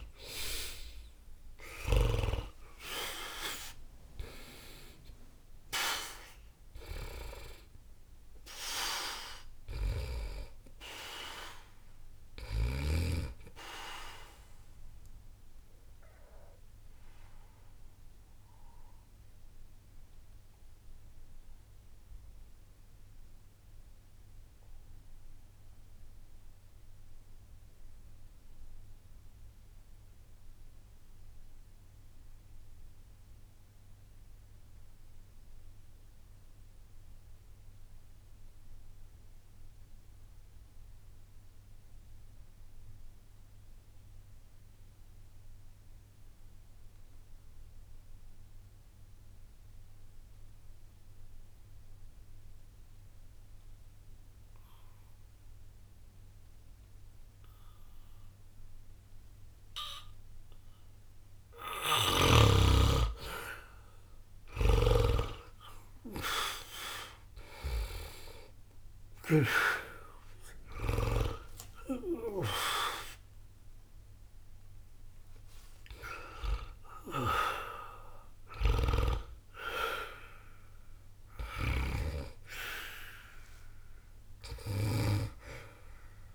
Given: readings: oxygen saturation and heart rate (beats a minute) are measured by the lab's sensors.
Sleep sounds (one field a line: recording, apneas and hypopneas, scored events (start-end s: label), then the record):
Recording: breathing in sleep by a room microphone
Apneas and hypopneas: 1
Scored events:
0.00-2.50 s: arousal
0.00-12.00 s: oxygen desaturation (device-marked, oxygen 92% lowest, heart rate 60 extreme)
14.50-61.50 s: obstructive apnea (oxygen 98% before, 78% lowest, heart rate 60 before, 60 extreme, up 0 after)
17.00-39.00 s: oxygen desaturation (device-marked, oxygen 93% before, 78% lowest, heart rate 60 before, 60 extreme)
57.00-86.35 s: oxygen desaturation (device-marked, oxygen 99% before, 78% lowest, heart rate 60 before, 59 extreme)
63.00-68.00 s: arousal
64.50-69.50 s: snoring (device-marked)
78.50-82.00 s: snoring (device-marked)
From the record:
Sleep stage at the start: N2 (light sleep)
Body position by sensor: on the back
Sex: male